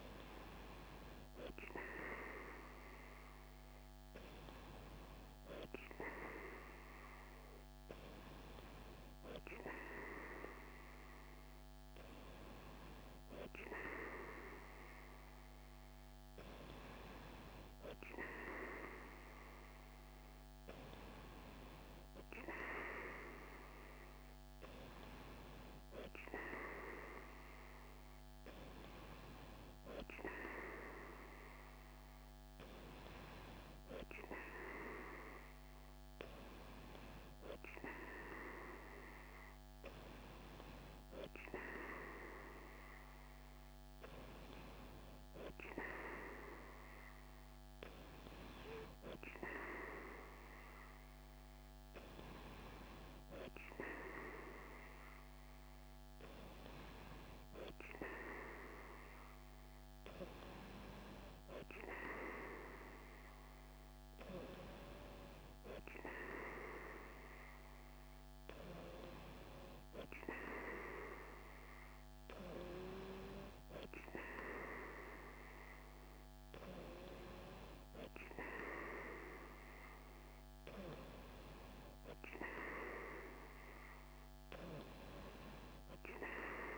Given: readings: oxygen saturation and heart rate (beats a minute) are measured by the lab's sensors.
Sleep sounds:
breathing in sleep by a microphone on the trachea; none
none scored
From the record:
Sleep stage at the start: N3 (deep sleep); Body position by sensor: on the right side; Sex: female

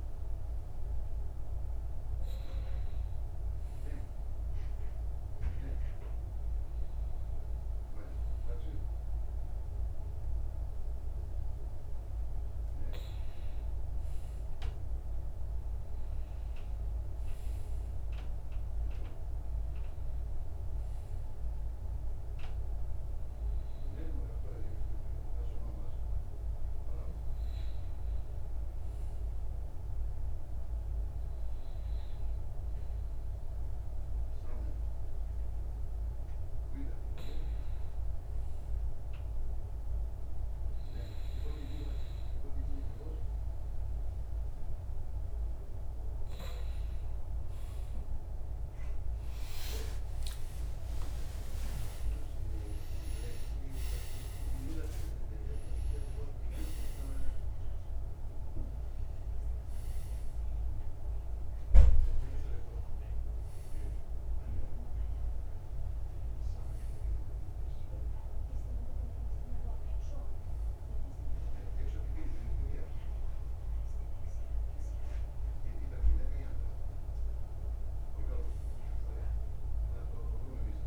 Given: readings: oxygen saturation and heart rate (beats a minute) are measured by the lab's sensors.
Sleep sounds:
breathing in sleep by a room microphone; 1
19.00-22.50 s: arousal
25.00-35.50 s: hypopnea (oxygen 95% before, 93% lowest, heart rate 84 before, 81 extreme, up 2 after)
47.50-51.50 s: arousal
From the record:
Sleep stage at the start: N2 (light sleep); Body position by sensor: on the back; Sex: male

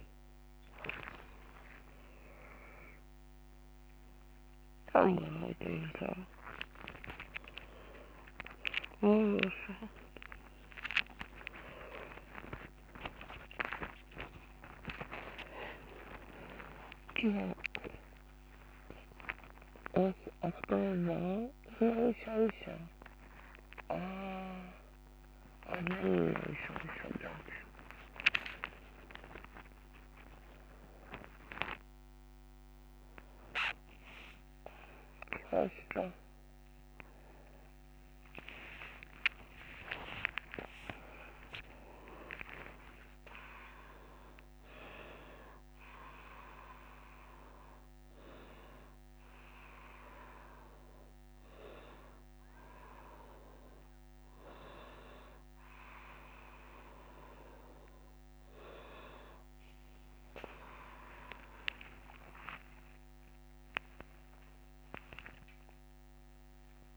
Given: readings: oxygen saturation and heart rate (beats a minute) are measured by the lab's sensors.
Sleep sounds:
a person awake in a sleep study, by a microphone on the trachea; none
4.50-11.50 s: drop in pulse transit time (device-marked)
5.50-66.97 s: new sleep stage, awake
8.00-10.00 s: long interval between heartbeats (device-marked)
21.00-26.50 s: snoring (device-marked)
22.00-24.00 s: long interval between heartbeats (device-marked)
25.50-37.50 s: drop in pulse transit time (device-marked)
30.00-32.00 s: long interval between heartbeats (device-marked)
33.50-35.50 s: long interval between heartbeats (device-marked)
42.00-44.00 s: long interval between heartbeats (device-marked)
44.50-49.50 s: oxygen desaturation (device-marked, oxygen 99% before, 94% lowest)
58.00-60.00 s: long interval between heartbeats (device-marked)
61.00-63.00 s: long interval between heartbeats (device-marked)
From the record:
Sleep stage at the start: N2 (light sleep); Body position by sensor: on the back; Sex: female

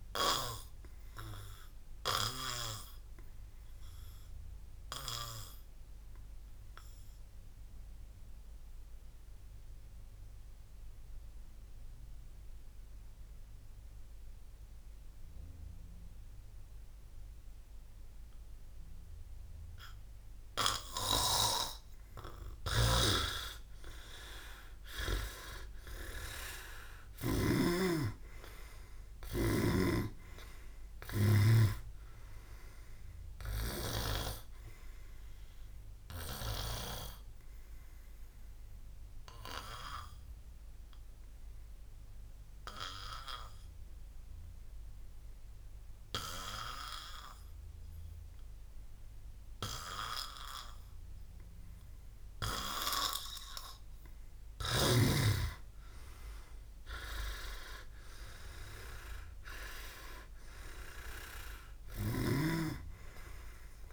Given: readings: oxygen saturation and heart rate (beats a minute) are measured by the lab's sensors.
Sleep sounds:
breathing in sleep by a room microphone; 2
0.50-22.00 s: obstructive apnea (oxygen 99% before, 88% lowest, heart rate 60 before, 46 extreme)
18.50-22.50 s: oxygen desaturation (device-marked, oxygen 97% before, 93% lowest, heart rate 59 before, 60 extreme)
22.50-27.50 s: snoring (device-marked)
25.00-29.00 s: arousal
34.50-57.50 s: oxygen desaturation (device-marked, oxygen 97% before, 88% lowest, heart rate 81 before, 37 extreme)
35.50-53.00 s: obstructive apnea (oxygen 97% before, 88% lowest, heart rate 83 before, 37 extreme, up 46 after)
55.50-59.50 s: arousal
From the record:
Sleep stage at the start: N2 (light sleep); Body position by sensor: on the back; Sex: male

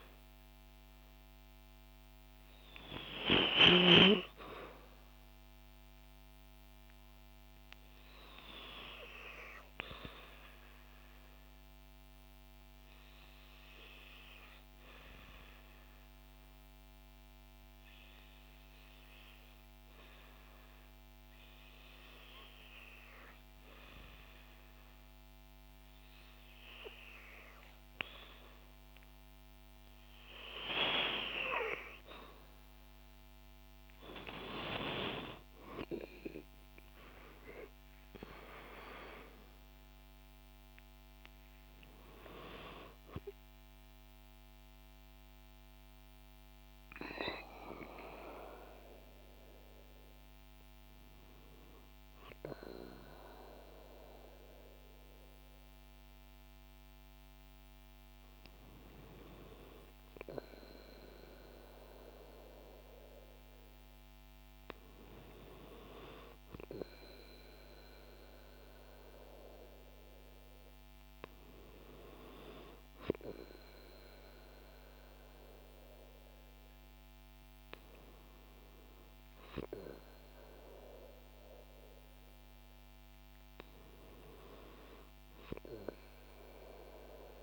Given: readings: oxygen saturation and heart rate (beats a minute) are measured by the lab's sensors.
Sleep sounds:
breathing in sleep by a microphone on the trachea; 2
0.00-5.00 s: arousal
10.50-28.00 s: obstructive apnea (oxygen 95% before, 86% lowest, heart rate 59 before, 56 extreme, up 6 after)
30.00-53.00 s: oxygen desaturation (device-marked, oxygen 94% before, 86% lowest, heart rate 57 before, 55 extreme)
33.00-37.50 s: arousal
39.00-87.42 s: new sleep stage, N2 (light sleep)
45.00-58.50 s: hypopnea (oxygen 94% before, 86% lowest, heart rate 62 before, 54 extreme, up 0 after)
61.00-64.00 s: arousal
From the record:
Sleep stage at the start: REM sleep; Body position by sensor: on the back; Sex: female

